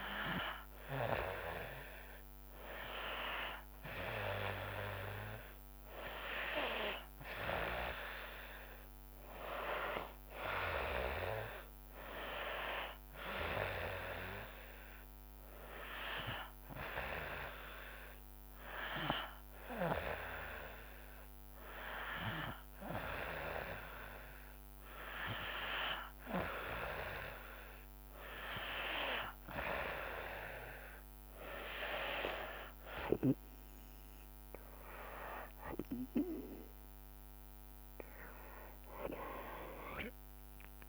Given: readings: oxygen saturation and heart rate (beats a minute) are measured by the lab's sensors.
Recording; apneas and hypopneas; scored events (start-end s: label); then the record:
breathing in sleep by a microphone on the trachea; 1
15.00-25.50 s: hypopnea (oxygen 95% before, 92% lowest, heart rate 71 before, 67 extreme, up 4 after)
27.50-31.00 s: arousal
37.50-40.89 s: drop in pulse transit time (device-marked, heart rate 69 before, 73 extreme)
From the record:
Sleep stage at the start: N2 (light sleep); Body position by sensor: on the back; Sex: female